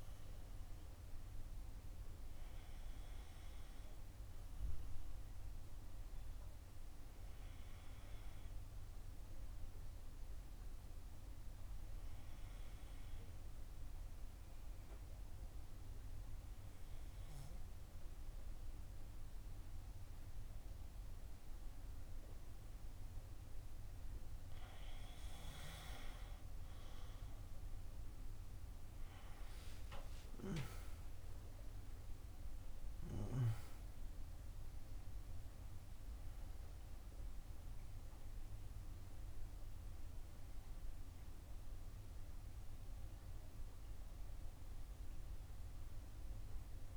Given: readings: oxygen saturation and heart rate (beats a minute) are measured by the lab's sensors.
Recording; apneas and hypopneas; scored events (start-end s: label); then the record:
breathing in sleep, hard to hear, by a room microphone; 1
6.00-25.50 s: obstructive apnea (oxygen 96% before, 91% lowest, heart rate 61 before, 54 extreme, up 4 after)
28.00-32.00 s: arousal
From the record:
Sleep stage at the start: N2 (light sleep); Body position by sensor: on the back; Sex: female